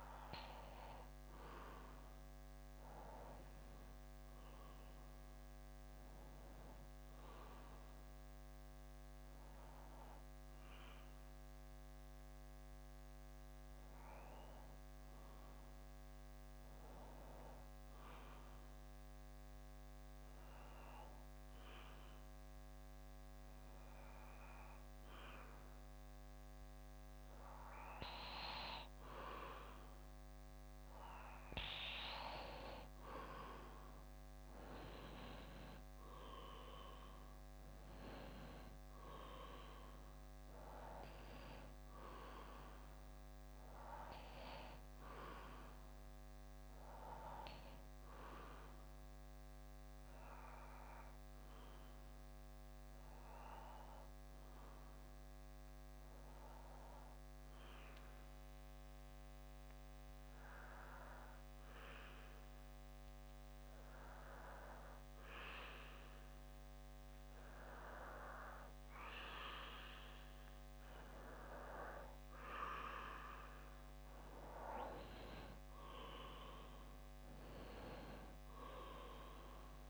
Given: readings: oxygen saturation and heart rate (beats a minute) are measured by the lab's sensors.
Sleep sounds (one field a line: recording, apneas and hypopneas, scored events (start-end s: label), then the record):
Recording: breathing in sleep by a microphone on the trachea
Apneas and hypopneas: 2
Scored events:
5.00-28.50 s: obstructive apnea (oxygen 96% before, 93% lowest, heart rate 61 before, 59 extreme, up 3 after)
20.50-24.50 s: bradycardia (device-marked, heart rate 64 before, 59 extreme)
33.50-37.50 s: arousal
47.00-64.00 s: obstructive apnea (oxygen 96% before, 94% lowest, heart rate 61 before, 59 extreme, up 2 after)
69.00-72.50 s: arousal
From the record:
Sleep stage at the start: N2 (light sleep)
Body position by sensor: on the back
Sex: male